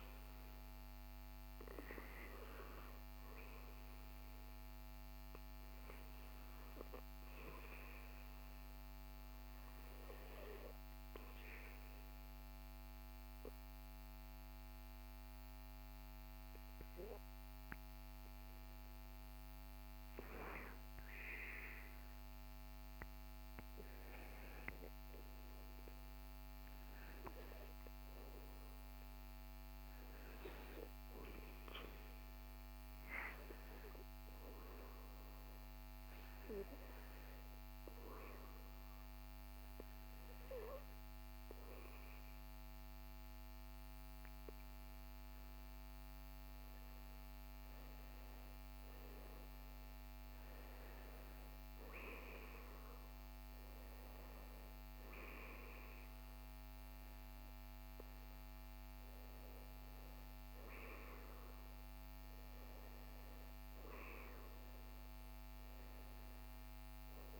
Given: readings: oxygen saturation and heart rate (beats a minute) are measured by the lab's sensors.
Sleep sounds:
breathing in sleep by a microphone on the trachea; 1
10.00-20.00 s: obstructive apnea (oxygen 97% before, 94% lowest, heart rate 69 before, 66 extreme, up 14 after)
23.00-26.50 s: arousal
From the record:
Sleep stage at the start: REM sleep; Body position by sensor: on the back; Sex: male

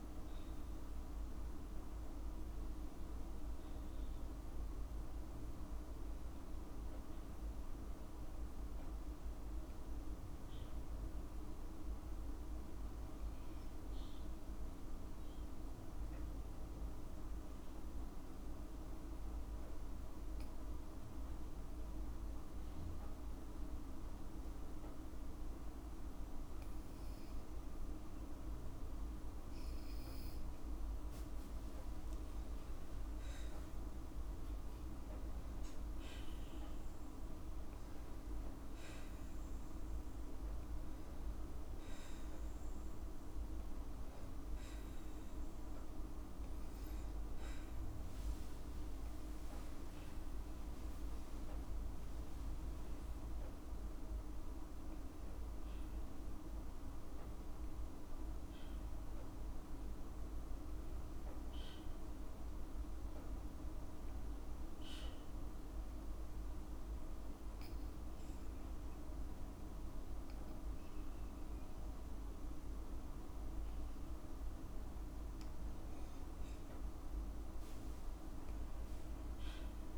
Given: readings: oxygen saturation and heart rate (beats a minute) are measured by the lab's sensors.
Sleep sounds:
breathing in sleep, hard to hear, by a room microphone; 2
14.00-26.50 s: obstructive apnea (oxygen 97% before, 93% lowest, heart rate 78 before, 53 extreme, up 2 after)
21.50-28.50 s: oxygen desaturation (device-marked, oxygen 96% before, 93% lowest, heart rate 55 before, 53 extreme)
30.00-33.50 s: arousal
50.50-55.00 s: arousal
63.50-75.50 s: obstructive apnea (oxygen 99% before, 95% lowest, heart rate 56 before, 53 extreme, up 5 after)
From the record:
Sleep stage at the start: N2 (light sleep); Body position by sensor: on the back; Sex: female

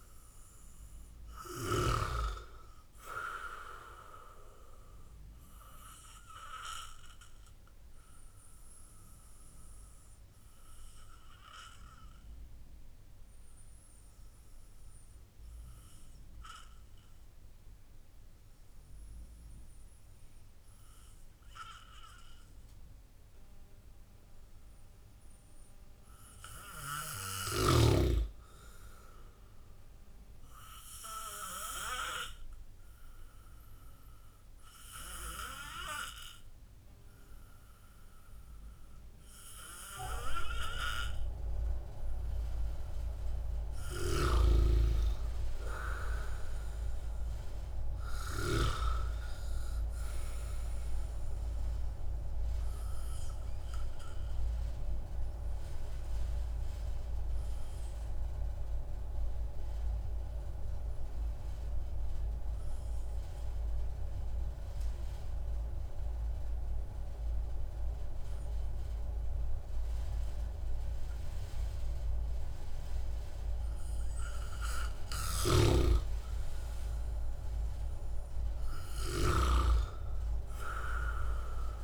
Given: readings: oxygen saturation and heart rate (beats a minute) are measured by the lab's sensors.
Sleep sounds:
breathing in sleep by a room microphone; 2
0.00-2.00 s: arousal
0.00-2.00 s: snoring (device-marked)
0.00-21.00 s: oxygen desaturation (device-marked, oxygen 92% lowest)
6.00-25.50 s: obstructive apnea (oxygen 98% before, 92% lowest)
28.00-32.50 s: arousal
52.50-72.00 s: obstructive apnea (oxygen 96% before, 93% lowest)
74.00-77.50 s: arousal
75.00-79.50 s: snoring (device-marked)
78.00-81.84 s: oxygen desaturation (device-marked, oxygen 97% before, 93% lowest)
From the record:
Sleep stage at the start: N2 (light sleep); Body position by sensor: on the back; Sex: male

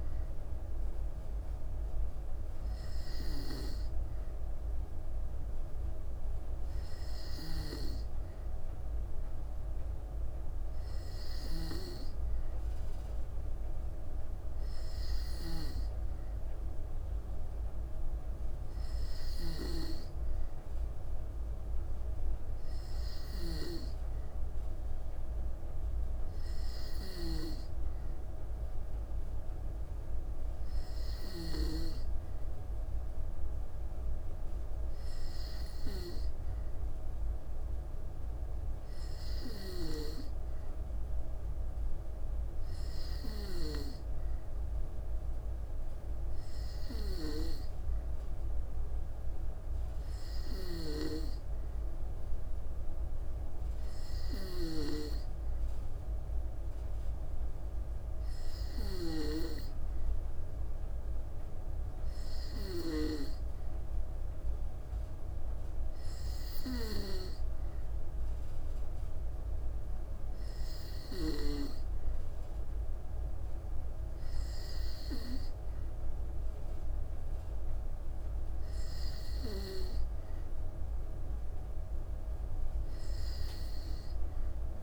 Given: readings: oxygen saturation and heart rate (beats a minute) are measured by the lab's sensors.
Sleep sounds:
breathing in sleep by a room microphone; none
7.00-11.50 s: snoring (device-marked)
19.00-31.50 s: snoring (device-marked)
50.00-59.00 s: snoring (device-marked)
From the record:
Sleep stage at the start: N2 (light sleep); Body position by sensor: on the back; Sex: female

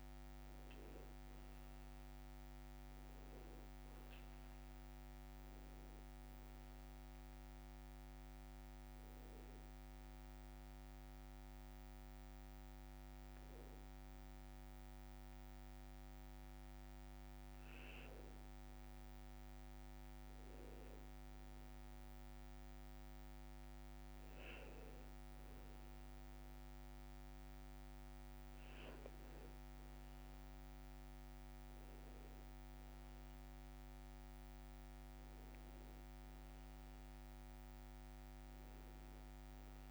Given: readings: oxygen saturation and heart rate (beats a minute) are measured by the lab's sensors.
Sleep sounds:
breathing in sleep, hard to hear, by a microphone on the trachea; 1
8.50-27.00 s: hypopnea (oxygen 98% before, 95% lowest, heart rate 60 before, 58 extreme, up 5 after)
30.00-34.50 s: arousal
From the record:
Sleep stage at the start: N1 (lightest sleep); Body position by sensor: on the back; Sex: male

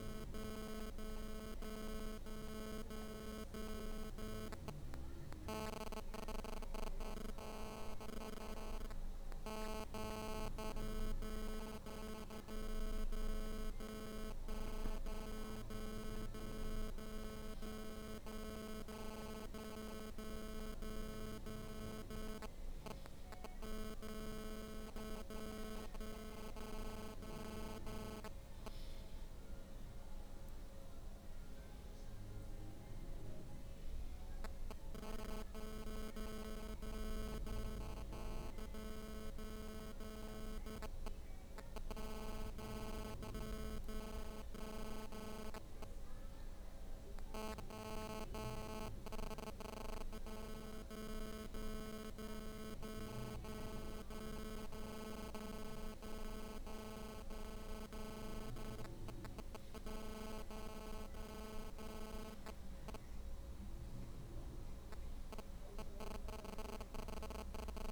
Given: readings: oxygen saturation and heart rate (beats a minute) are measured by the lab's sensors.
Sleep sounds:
breathing in sleep by a room microphone; 1
0.00-3.00 s: arousal
6.50-16.50 s: hypopnea (oxygen 94% before, 93% lowest, heart rate 78 before, 75 extreme, up 1 after)
19.50-23.50 s: arousal
27.50-67.92 s: new sleep stage, N2 (light sleep)
From the record:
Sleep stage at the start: N1 (lightest sleep); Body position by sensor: on the back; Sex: female

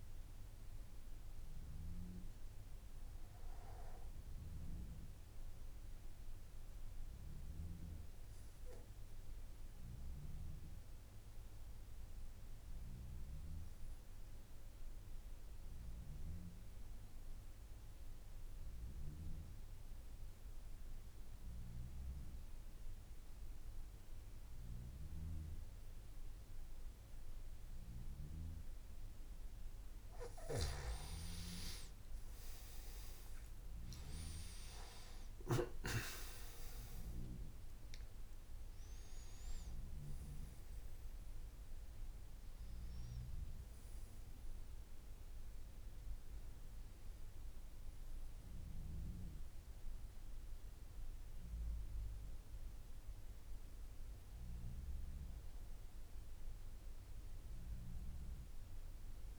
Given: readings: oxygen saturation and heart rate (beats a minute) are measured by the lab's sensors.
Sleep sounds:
breathing in sleep by a room microphone; 1
0.00-11.50 s: oxygen desaturation (device-marked, oxygen 89% lowest, heart rate 53 extreme)
6.00-29.50 s: obstructive apnea (oxygen 97% before, 89% lowest, heart rate 62 before, 53 extreme, up 14 after)
28.00-30.00 s: long interval between heartbeats (device-marked, heart rate 54 before, 60 extreme)
28.50-59.39 s: oxygen desaturation (device-marked, oxygen 98% before, 89% lowest, heart rate 55 before, 54 extreme)
From the record:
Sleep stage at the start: N3 (deep sleep); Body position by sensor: on the back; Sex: male

